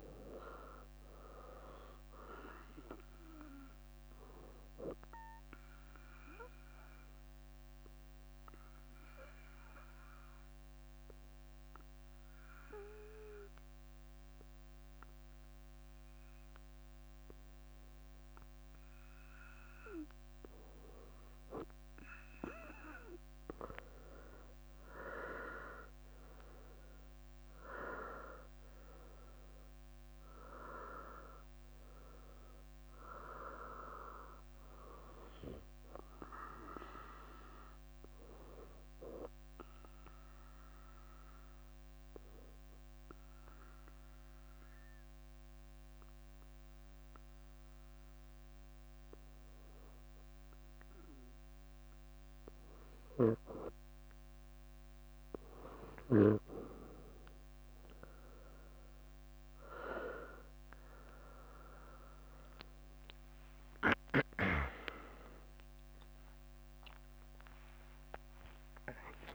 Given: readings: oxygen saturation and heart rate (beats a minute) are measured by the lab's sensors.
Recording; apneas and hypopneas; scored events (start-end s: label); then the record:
breathing in sleep by a microphone on the trachea; 2
0.00-6.00 s: leg movement (device-marked)
5.50-17.00 s: obstructive apnea (oxygen 98% before, 95% lowest, heart rate 64 before, 57 extreme, up 8 after)
6.00-14.50 s: leg movement (device-marked)
24.00-28.50 s: arousal
36.00-47.00 s: bradycardia (device-marked, heart rate 67 before, 55 extreme)
39.50-52.50 s: obstructive apnea (oxygen 98% before, 95% lowest, heart rate 67 before, 55 extreme, up 13 after)
54.50-56.50 s: leg movement (device-marked)
58.00-59.50 s: leg movement (device-marked)
61.00-67.50 s: leg movement (device-marked)
63.50-68.50 s: arousal
64.00-69.00 s: tachycardia (device-marked, heart rate 67 before, 110 extreme)
67.50-69.35 s: long interval between heartbeats (device-marked, heart rate 67 before, 109 extreme)
68.00-69.35 s: leg movement (device-marked)
From the record:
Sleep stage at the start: N2 (light sleep); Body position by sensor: on the right side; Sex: female